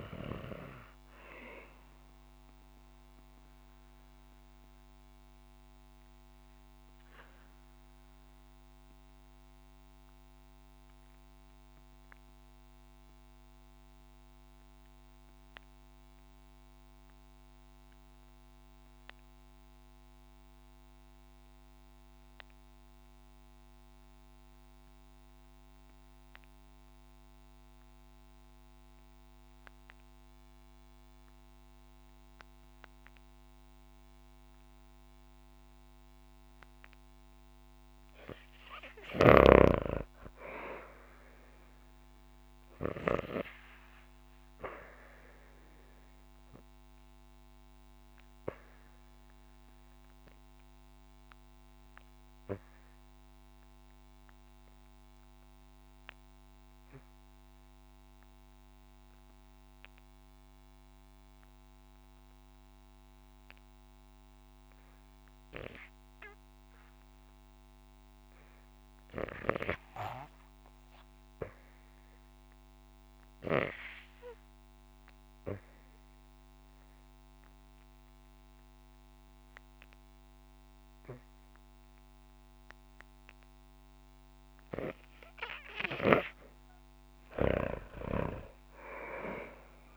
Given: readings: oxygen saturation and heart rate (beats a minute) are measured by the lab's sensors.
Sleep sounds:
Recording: breathing in sleep by a microphone on the trachea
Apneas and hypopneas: 2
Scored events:
0.00-10.50 s: oxygen desaturation (device-marked, oxygen 93% lowest, heart rate 54 extreme)
2.00-37.50 s: obstructive apnea (oxygen 99% before, 79% lowest, heart rate 60 before, 51 extreme, up 6 after)
22.50-61.50 s: oxygen desaturation (device-marked, oxygen 98% before, 81% lowest, heart rate 58 before, 51 extreme)
39.50-43.00 s: arousal
46.50-85.00 s: obstructive apnea (oxygen 98% before, 76% lowest, heart rate 54 before, 51 extreme, up 21 after)
69.50-89.97 s: oxygen desaturation (device-marked, oxygen 95% before, 76% lowest, heart rate 63 before, 51 extreme)
87.50-89.97 s: arousal
From the record:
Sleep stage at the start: REM sleep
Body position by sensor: on the back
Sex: female

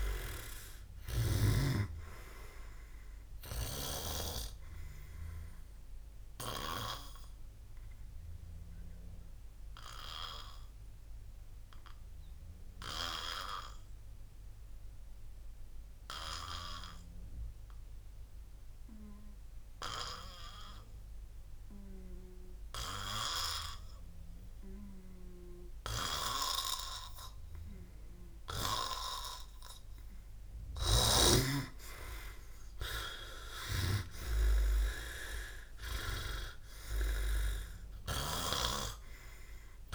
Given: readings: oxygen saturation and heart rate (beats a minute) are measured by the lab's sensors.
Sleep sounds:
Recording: breathing in sleep by a room microphone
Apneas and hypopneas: 1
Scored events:
5.50-29.50 s: oxygen desaturation (device-marked, oxygen 98% before, 90% lowest, heart rate 71 before, 58 extreme)
5.50-30.00 s: obstructive apnea (oxygen 98% before, 89% lowest, heart rate 71 before, 58 extreme)
30.50-38.50 s: snoring (device-marked)
31.00-35.50 s: arousal
37.50-39.95 s: oxygen desaturation (device-marked, oxygen 97% before, 90% lowest, heart rate 71 before, 57 extreme)
From the record:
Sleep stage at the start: N2 (light sleep)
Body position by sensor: on the back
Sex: male

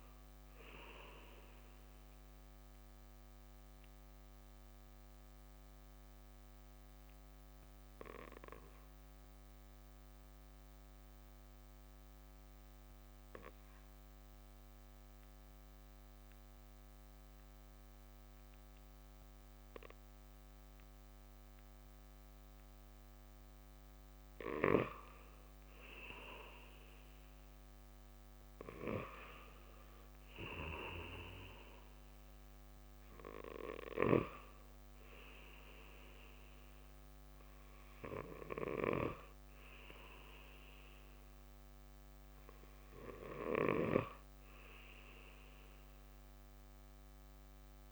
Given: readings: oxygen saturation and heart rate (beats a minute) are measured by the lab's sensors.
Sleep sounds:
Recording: breathing in sleep by a microphone on the trachea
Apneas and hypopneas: 1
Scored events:
0.00-10.00 s: oxygen desaturation (device-marked, oxygen 90% lowest, heart rate 55 extreme)
3.00-25.00 s: obstructive apnea (oxygen 96% before, 90% lowest, heart rate 60 before, 55 extreme, up 4 after)
27.00-31.50 s: arousal
31.00-47.92 s: oxygen desaturation (device-marked, oxygen 98% before, 93% lowest, heart rate 58 before, 57 extreme)
From the record:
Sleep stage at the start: N2 (light sleep)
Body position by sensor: on the right side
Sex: male

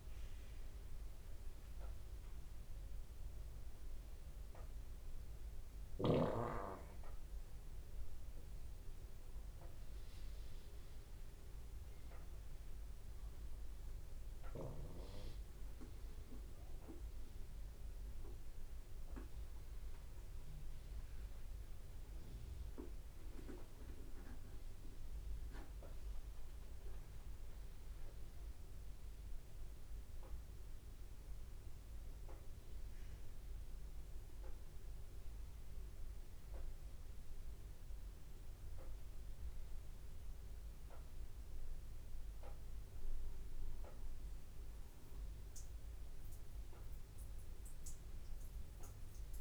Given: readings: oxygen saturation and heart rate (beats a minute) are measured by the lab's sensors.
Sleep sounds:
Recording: breathing in sleep by a room microphone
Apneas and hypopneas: none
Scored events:
0.00-2.00 s: long interval between heartbeats (device-marked, heart rate 78 before, 120 extreme)
10.50-12.50 s: long interval between heartbeats (device-marked, heart rate 91 before, 110 extreme)
17.00-19.00 s: long interval between heartbeats (device-marked, heart rate 109 before, 99 extreme)
23.50-25.50 s: long interval between heartbeats (device-marked, heart rate 105 before, 100 extreme)
From the record:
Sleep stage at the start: N2 (light sleep)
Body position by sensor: upright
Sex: male

